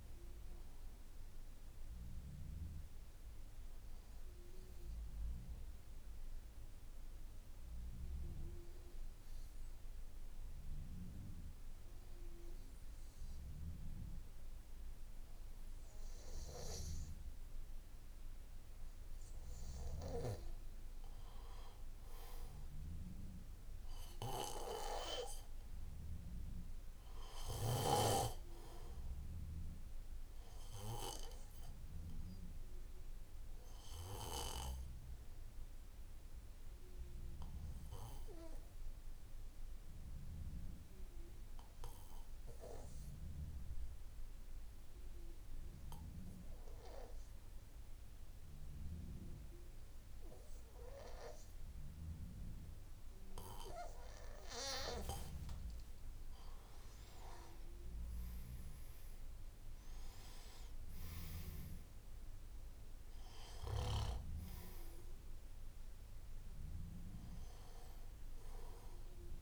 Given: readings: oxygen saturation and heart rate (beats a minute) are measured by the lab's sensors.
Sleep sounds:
breathing in sleep by a room microphone; 2
0.00-5.00 s: oxygen desaturation (device-marked, oxygen 91% lowest, heart rate 52 extreme)
1.50-20.00 s: obstructive apnea (oxygen 97% before, 93% lowest, heart rate 54 before, 52 extreme, up 4 after)
21.00-50.00 s: oxygen desaturation (device-marked, oxygen 98% before, 93% lowest, heart rate 56 before, 52 extreme)
35.00-53.00 s: obstructive apnea (oxygen 98% before, 93% lowest, heart rate 57 before, 52 extreme, up 10 after)
63.00-69.42 s: oxygen desaturation (device-marked, oxygen 98% before, 93% lowest, heart rate 57 before, 53 extreme)
From the record:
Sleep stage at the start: N3 (deep sleep); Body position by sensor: on the back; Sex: male

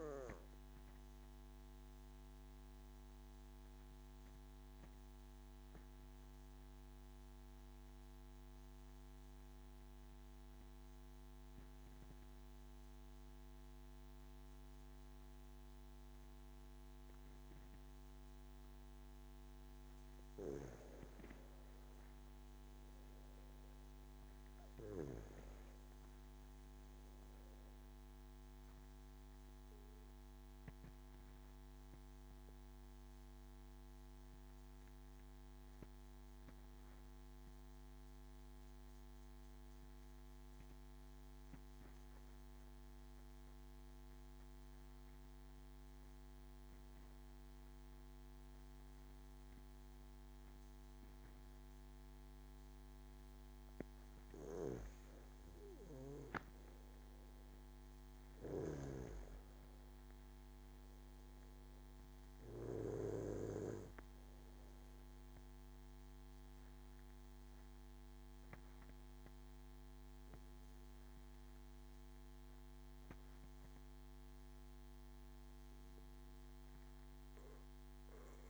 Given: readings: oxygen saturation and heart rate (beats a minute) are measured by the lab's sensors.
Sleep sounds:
breathing in sleep by a microphone on the trachea; 2
0.00-12.50 s: oxygen desaturation (device-marked, oxygen 92% lowest)
1.00-20.00 s: obstructive apnea (oxygen 97% before, 92% lowest)
22.00-25.00 s: arousal
23.50-42.50 s: oxygen desaturation (device-marked, oxygen 98% before, 93% lowest)
30.50-53.50 s: obstructive apnea (oxygen 98% before, 92% lowest)
56.00-59.50 s: arousal
58.50-63.00 s: snoring (device-marked)
58.50-78.49 s: oxygen desaturation (device-marked, oxygen 96% before, 92% lowest)
66.50-78.49 s: new sleep stage, N1 (lightest sleep)
From the record:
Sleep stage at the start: N2 (light sleep); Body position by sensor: on the back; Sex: male

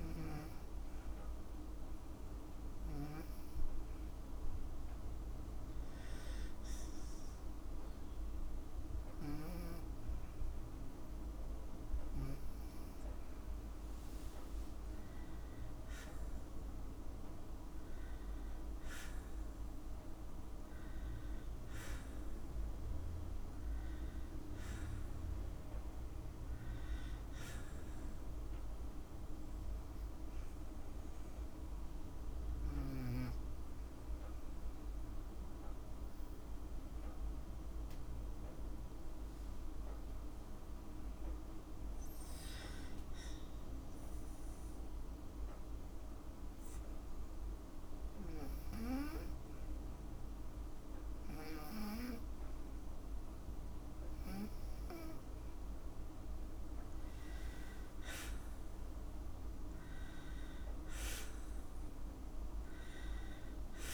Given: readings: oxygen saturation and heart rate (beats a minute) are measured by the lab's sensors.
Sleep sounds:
breathing in sleep, hard to hear, by a room microphone; 2
3.50-14.50 s: hypopnea (oxygen 99% before, 94% lowest, heart rate 56 before, 56 extreme, up 3 after)
13.50-25.50 s: oxygen desaturation (device-marked, oxygen 97% before, 94% lowest, heart rate 57 before, 55 extreme)
16.50-19.50 s: arousal
33.50-46.50 s: obstructive apnea (oxygen 97% before, 92% lowest, heart rate 58 before, 55 extreme, up 2 after)
48.50-51.50 s: arousal
From the record:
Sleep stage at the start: N2 (light sleep); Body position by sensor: on the right side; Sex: female

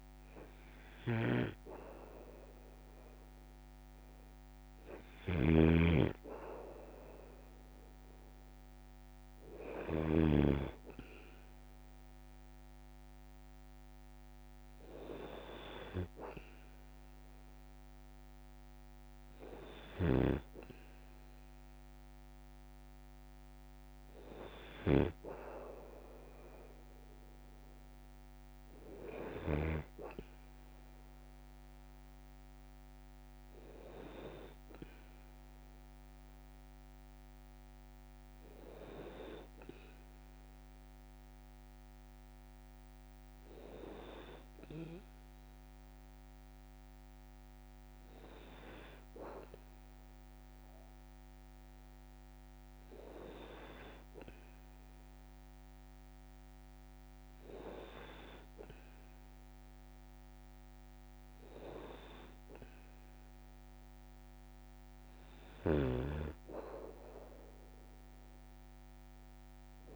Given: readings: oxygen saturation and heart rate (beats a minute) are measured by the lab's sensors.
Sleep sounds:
breathing in sleep by a microphone on the trachea; none
0.00-10.50 s: snoring (device-marked)
From the record:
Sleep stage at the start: N2 (light sleep); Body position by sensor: on the back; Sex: male

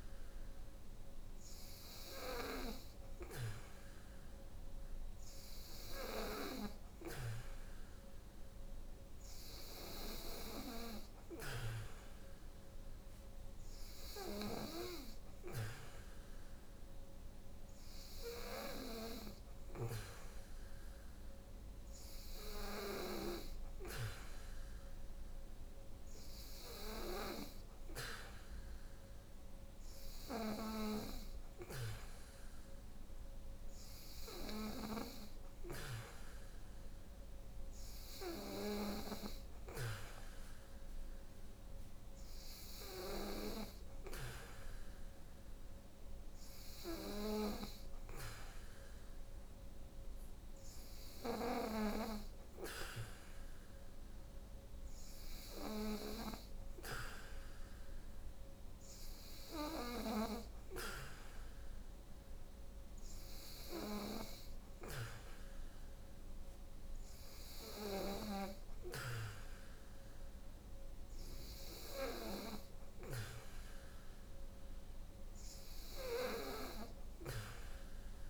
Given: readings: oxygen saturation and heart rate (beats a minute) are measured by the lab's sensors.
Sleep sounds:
breathing in sleep by a room microphone; none
none scored
From the record:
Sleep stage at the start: N3 (deep sleep); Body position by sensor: on the back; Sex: female

